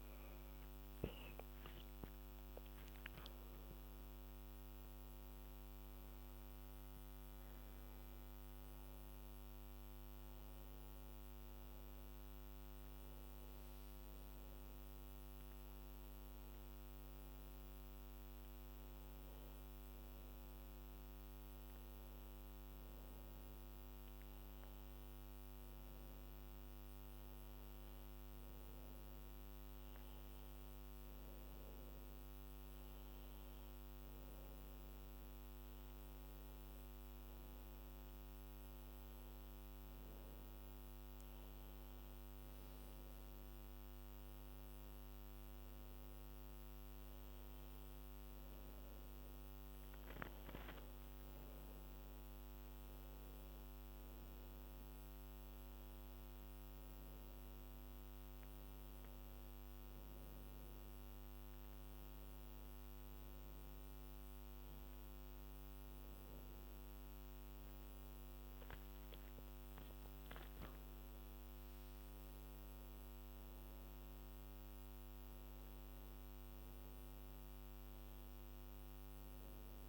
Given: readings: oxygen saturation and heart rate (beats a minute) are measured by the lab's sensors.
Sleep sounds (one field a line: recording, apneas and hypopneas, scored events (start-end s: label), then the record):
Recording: breathing in sleep, hard to hear, by a microphone on the trachea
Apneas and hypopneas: none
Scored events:
none scored
From the record:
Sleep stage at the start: N1 (lightest sleep)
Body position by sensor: on the back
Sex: female